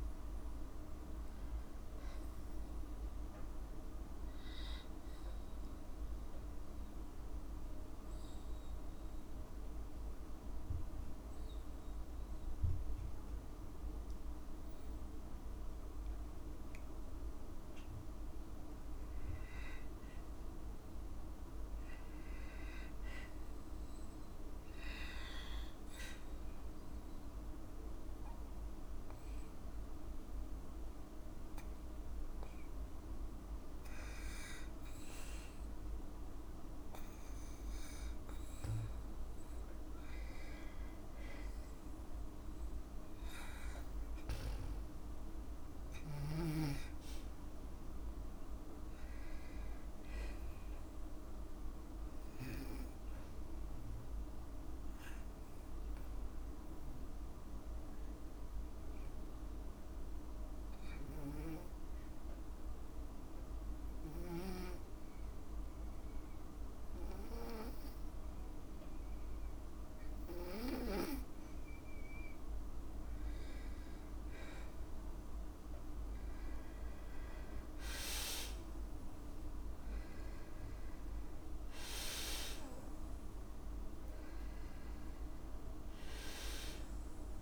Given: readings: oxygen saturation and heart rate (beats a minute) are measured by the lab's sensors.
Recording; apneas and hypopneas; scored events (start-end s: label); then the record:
breathing in sleep, hard to hear, by a room microphone; 1
6.00-32.50 s: hypopnea (oxygen 99% before, 95% lowest, heart rate 58 before, 55 extreme, up 2 after)
8.00-21.00 s: oxygen desaturation (device-marked, oxygen 99% before, 95% lowest, heart rate 58 before, 55 extreme)
35.00-38.50 s: arousal
From the record:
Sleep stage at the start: N2 (light sleep); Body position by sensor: on the back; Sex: female